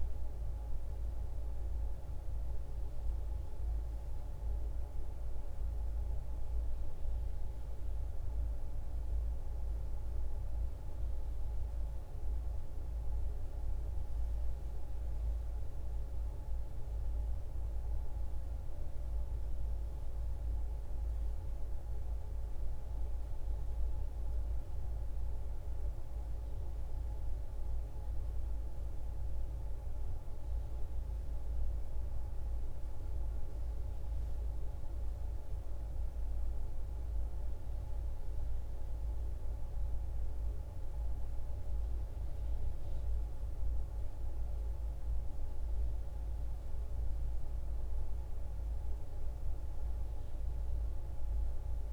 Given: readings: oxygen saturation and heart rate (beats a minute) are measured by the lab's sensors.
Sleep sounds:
a person awake in a sleep study, hard to hear, by a room microphone; none
none scored
From the record:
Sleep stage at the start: awake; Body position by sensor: on the right side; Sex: female

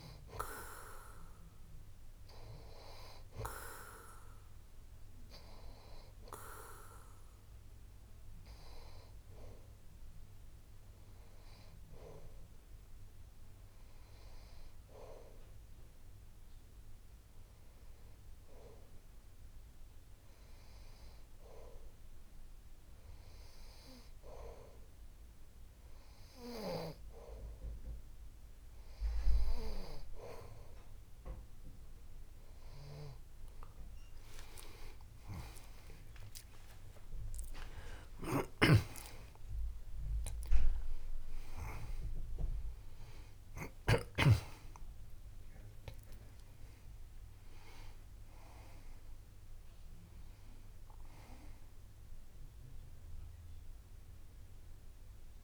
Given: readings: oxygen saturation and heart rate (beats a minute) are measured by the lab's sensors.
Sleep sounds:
a person partly awake in a sleep study, by a room microphone; 1
14.50-29.50 s: hypopnea (oxygen 93% before, 89% lowest)
31.00-55.44 s: new sleep stage, awake
38.50-44.50 s: snoring (device-marked)
From the record:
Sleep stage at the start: N2 (light sleep); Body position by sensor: on the back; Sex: male

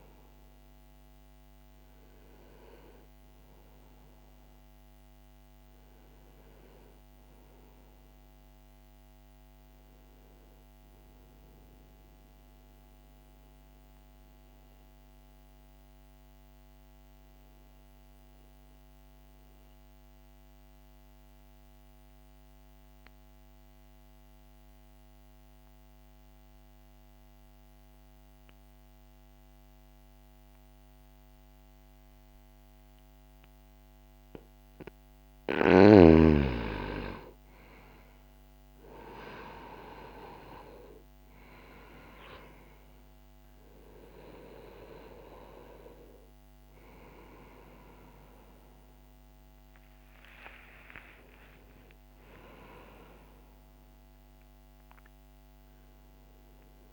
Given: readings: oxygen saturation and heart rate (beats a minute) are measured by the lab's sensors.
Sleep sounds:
breathing in sleep by a microphone on the trachea; 1
0.00-4.50 s: oxygen desaturation (device-marked, oxygen 88% lowest, heart rate 60 extreme)
11.50-35.00 s: mixed apnea (oxygen 96% before, 84% lowest, heart rate 61 before, 59 extreme, up 1 after)
12.50-21.50 s: oxygen desaturation (device-marked, oxygen 90% before, 84% lowest, heart rate 61 before, 59 extreme)
35.50-56.93 s: new sleep stage, N1 (lightest sleep)
35.50-56.93 s: oxygen desaturation (device-marked, oxygen 99% before, 84% lowest, heart rate 63 before, 60 extreme)
49.00-54.50 s: arousal
From the record:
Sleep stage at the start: N2 (light sleep); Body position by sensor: on the right side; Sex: male

